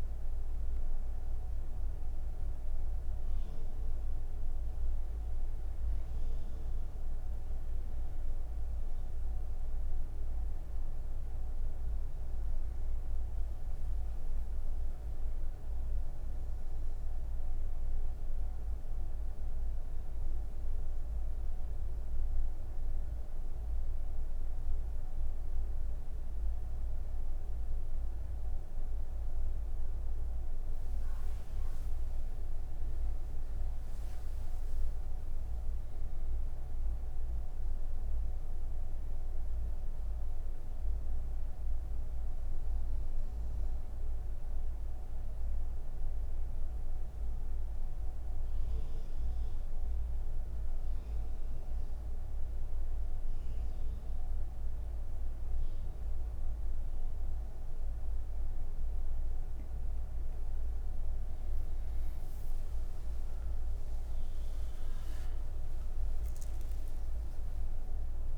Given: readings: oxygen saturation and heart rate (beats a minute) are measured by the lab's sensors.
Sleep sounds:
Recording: breathing in sleep, hard to hear, by a room microphone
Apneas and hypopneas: 1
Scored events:
28.50-51.50 s: oxygen desaturation (device-marked, oxygen 98% before, 91% lowest)
41.00-60.00 s: obstructive apnea (oxygen 98% before, 93% lowest)
66.50-68.38 s: new sleep stage, N1 (lightest sleep)
66.50-68.38 s: oxygen desaturation (device-marked, oxygen 100% before, 97% lowest)
From the record:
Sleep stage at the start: N3 (deep sleep)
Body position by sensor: on the right side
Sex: female

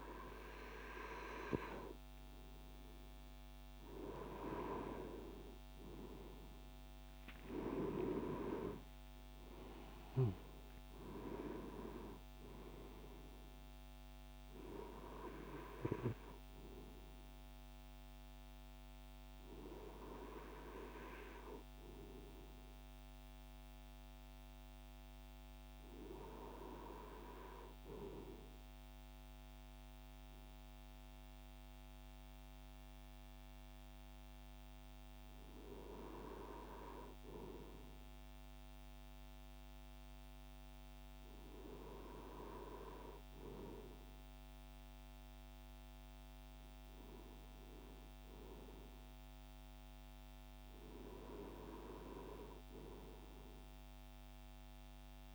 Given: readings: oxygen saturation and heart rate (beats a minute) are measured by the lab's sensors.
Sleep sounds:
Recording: breathing in sleep by a microphone on the trachea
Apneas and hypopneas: none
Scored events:
none scored
From the record:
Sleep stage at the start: N2 (light sleep)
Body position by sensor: on the right side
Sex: male

